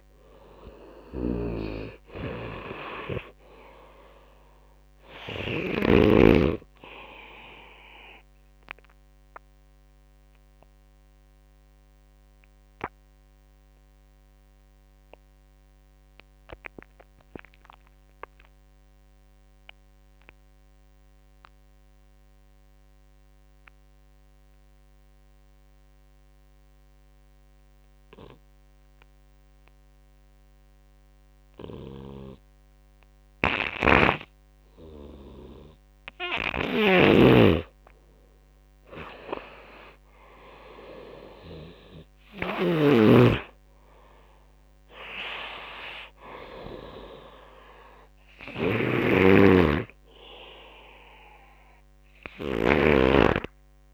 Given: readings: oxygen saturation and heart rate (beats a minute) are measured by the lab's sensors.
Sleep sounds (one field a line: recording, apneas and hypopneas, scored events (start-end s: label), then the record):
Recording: breathing in sleep by a microphone on the trachea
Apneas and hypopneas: 1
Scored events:
0.00-5.00 s: snoring (device-marked)
0.00-23.00 s: oxygen desaturation (device-marked, oxygen 87% lowest)
7.50-33.00 s: obstructive apnea (oxygen 98% before, 86% lowest)
33.00-53.94 s: snoring (device-marked)
34.00-53.94 s: oxygen desaturation (device-marked, oxygen 98% before, 88% lowest)
37.00-41.00 s: arousal
From the record:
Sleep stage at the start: N2 (light sleep)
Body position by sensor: on the right side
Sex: male